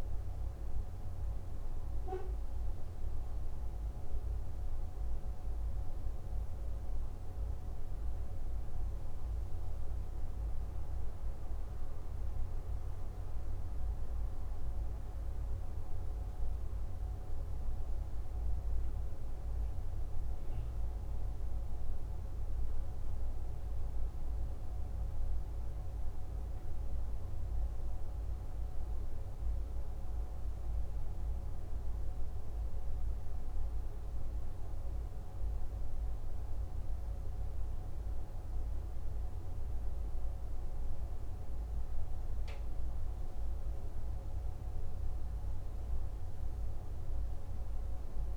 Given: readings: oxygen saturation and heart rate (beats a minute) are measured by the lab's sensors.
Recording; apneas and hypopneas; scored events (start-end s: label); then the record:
breathing in sleep, hard to hear, by a room microphone; none
none scored
From the record:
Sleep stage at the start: N2 (light sleep); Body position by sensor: on the left side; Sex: male